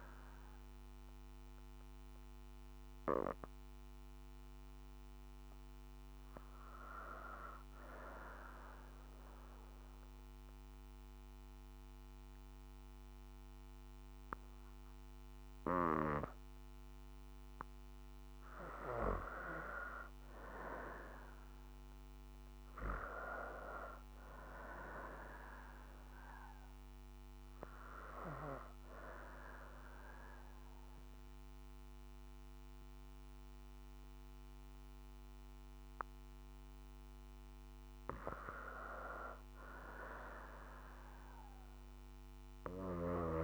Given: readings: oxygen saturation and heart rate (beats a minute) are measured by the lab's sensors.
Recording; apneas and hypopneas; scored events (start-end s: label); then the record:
breathing in sleep by a microphone on the trachea; 2
4.50-14.50 s: oxygen desaturation (device-marked, oxygen 93% before, 89% lowest, heart rate 60 before, 59 extreme)
8.50-19.50 s: obstructive apnea (oxygen 94% before, 86% lowest, heart rate 60 before, 60 extreme, up 4 after)
22.50-25.00 s: arousal
28.50-41.50 s: oxygen desaturation (device-marked, oxygen 92% before, 86% lowest, heart rate 61 before, 60 extreme)
29.00-39.00 s: obstructive apnea (oxygen 93% before, 86% lowest, heart rate 61 before, 60 extreme, up 1 after)
42.00-43.44 s: arousal
From the record:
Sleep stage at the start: N2 (light sleep); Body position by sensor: on the back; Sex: female